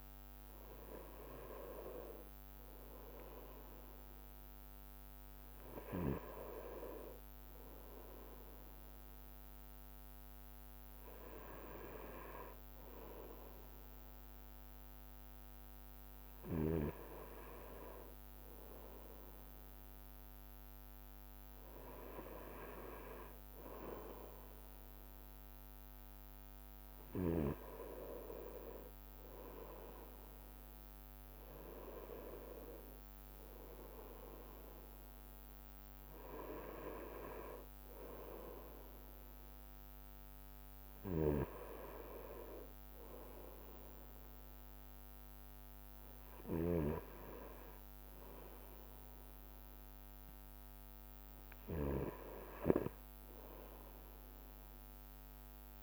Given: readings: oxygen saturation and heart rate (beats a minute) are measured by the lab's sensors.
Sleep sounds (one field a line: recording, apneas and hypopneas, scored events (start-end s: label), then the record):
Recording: breathing in sleep by a microphone on the trachea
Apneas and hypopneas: none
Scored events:
0.00-6.50 s: drop in pulse transit time (device-marked, heart rate 28 extreme)
0.00-52.50 s: bradycardia (device-marked)
0.50-2.50 s: long interval between heartbeats (device-marked, heart rate 45 before, 38 extreme)
5.00-7.00 s: long interval between heartbeats (device-marked, heart rate 47 before, 28 extreme)
11.00-13.00 s: long interval between heartbeats (device-marked)
15.50-17.50 s: long interval between heartbeats (device-marked, heart rate 33 before, 28 extreme)
21.50-23.50 s: long interval between heartbeats (device-marked)
32.00-34.00 s: long interval between heartbeats (device-marked, heart rate 33 before, 54 extreme)
35.50-45.50 s: drop in pulse transit time (device-marked, heart rate 38 before, 26 extreme)
37.00-39.00 s: long interval between heartbeats (device-marked, heart rate 39 before, 54 extreme)
40.50-42.50 s: long interval between heartbeats (device-marked, heart rate 44 before, 45 extreme)
41.50-47.50 s: snoring (device-marked)
46.50-48.50 s: long interval between heartbeats (device-marked, heart rate 45 before, 35 extreme)
From the record:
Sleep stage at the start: N2 (light sleep)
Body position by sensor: on the right side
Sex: male